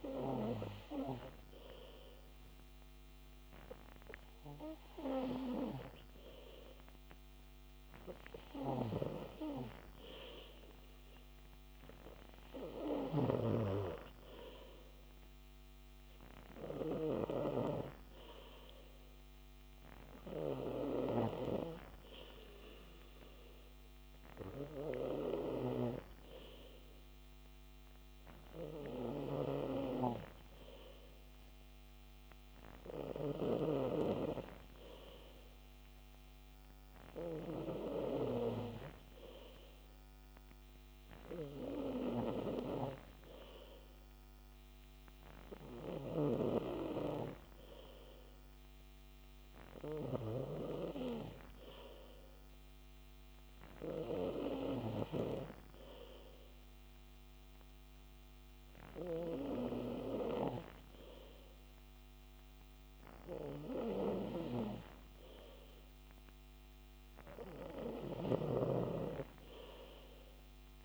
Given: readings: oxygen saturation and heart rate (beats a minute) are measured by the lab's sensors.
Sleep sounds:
breathing in sleep by a microphone on the trachea; none
none scored
From the record:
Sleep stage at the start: N3 (deep sleep); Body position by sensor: on the back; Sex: male

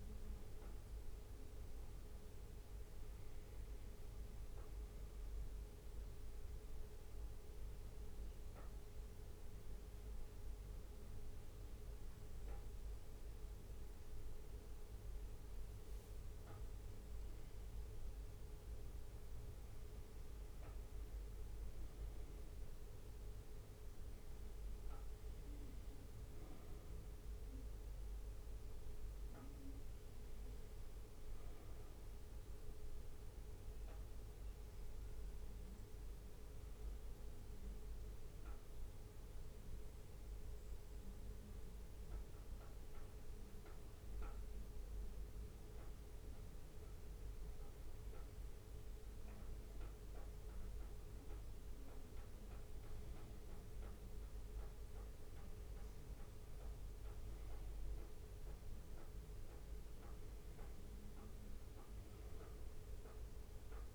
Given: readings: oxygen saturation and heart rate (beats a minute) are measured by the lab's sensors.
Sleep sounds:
breathing in sleep, hard to hear, by a room microphone; 2
0.00-12.50 s: bradycardia (device-marked, heart rate 56 extreme)
0.50-16.00 s: obstructive apnea (oxygen 98% before, 96% lowest, heart rate 58 before, 56 extreme, up 3 after)
19.00-22.50 s: arousal
21.50-42.50 s: bradycardia (device-marked, heart rate 59 before, 56 extreme)
31.00-43.50 s: obstructive apnea (oxygen 98% before, 96% lowest, heart rate 59 before, 56 extreme, up 4 after)
46.50-49.00 s: arousal
50.50-63.95 s: bradycardia (device-marked, heart rate 59 before, 56 extreme)
From the record:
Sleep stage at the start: N2 (light sleep); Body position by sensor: on the back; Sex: male

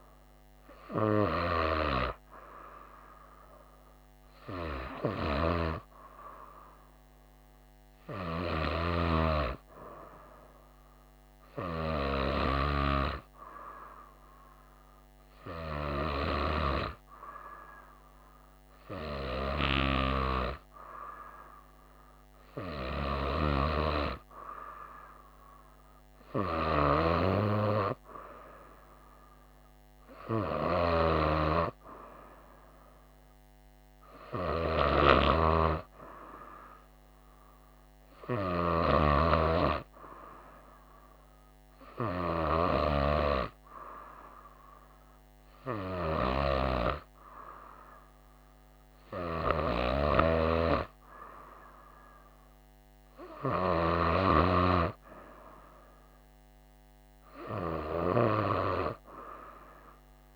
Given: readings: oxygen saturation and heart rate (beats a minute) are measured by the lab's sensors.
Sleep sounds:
breathing in sleep by a microphone on the trachea; none
none scored
From the record:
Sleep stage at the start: N2 (light sleep); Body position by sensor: on the right side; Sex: female

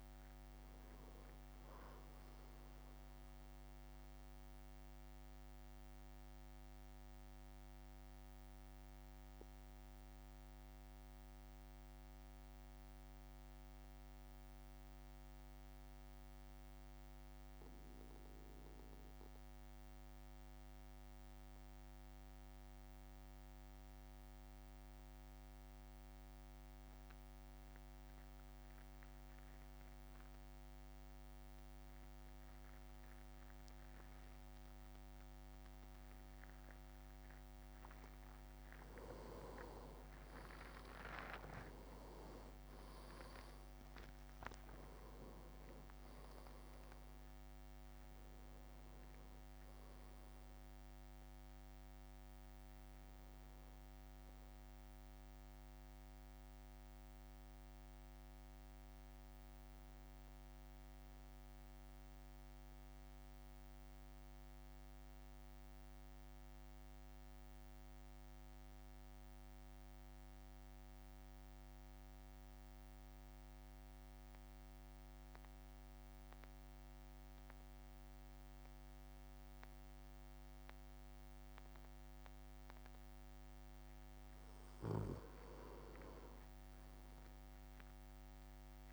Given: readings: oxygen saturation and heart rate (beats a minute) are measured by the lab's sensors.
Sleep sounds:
breathing in sleep, hard to hear, by a microphone on the trachea; 2
0.00-2.00 s: oxygen desaturation (device-marked, oxygen 94% lowest, heart rate 48 extreme)
0.00-5.00 s: drop in pulse transit time (device-marked, heart rate 52 extreme)
4.50-36.50 s: mixed apnea (oxygen 100% before, 92% lowest, heart rate 56 before, 50 extreme, up 7 after)
33.00-54.00 s: oxygen desaturation (device-marked, oxygen 100% before, 95% lowest, heart rate 54 before, 53 extreme)
40.00-43.50 s: arousal
41.50-43.50 s: leg movement (device-marked)
42.00-55.00 s: drop in pulse transit time (device-marked, heart rate 54 before, 56 extreme)
45.00-46.00 s: leg movement (device-marked)
61.00-69.00 s: oxygen desaturation (device-marked, oxygen 96% before, 92% lowest, heart rate 56 before, 53 extreme)
63.00-83.50 s: central apnea (oxygen 98% before, 92% lowest, heart rate 56 before, 51 extreme, up 5 after)
87.00-88.50 s: leg movement (device-marked)
87.50-88.93 s: arousal
From the record:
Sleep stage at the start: N2 (light sleep); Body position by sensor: on the back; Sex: male

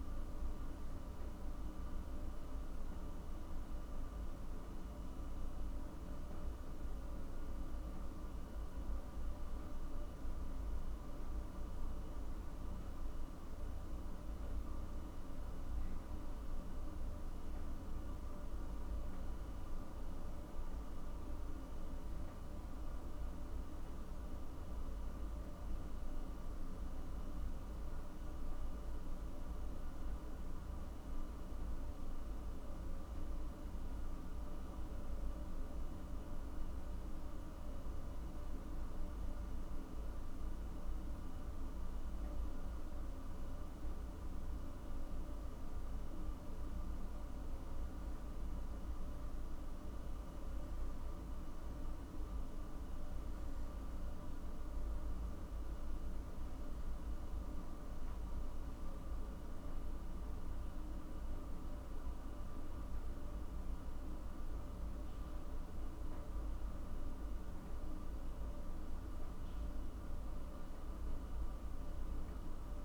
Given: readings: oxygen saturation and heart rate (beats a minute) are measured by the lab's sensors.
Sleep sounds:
breathing in sleep, hard to hear, by a room microphone; none
0.00-8.00 s: oxygen desaturation (device-marked, oxygen 95% lowest, heart rate 58 extreme)
From the record:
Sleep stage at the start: N1 (lightest sleep); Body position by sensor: on the back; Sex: male

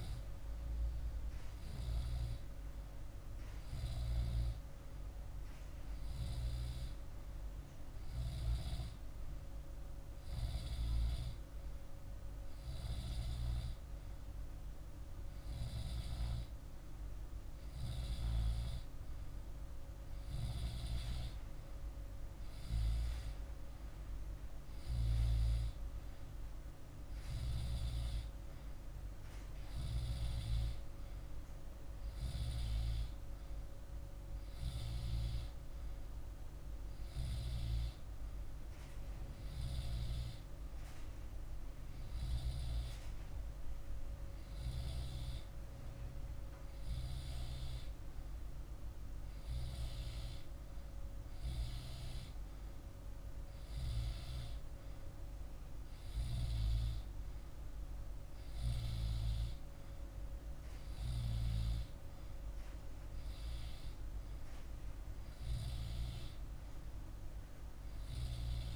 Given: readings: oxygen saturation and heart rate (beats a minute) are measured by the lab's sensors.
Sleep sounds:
breathing in sleep, hard to hear, by a room microphone; none
none scored
From the record:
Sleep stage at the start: N2 (light sleep); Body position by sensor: on the back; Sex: male

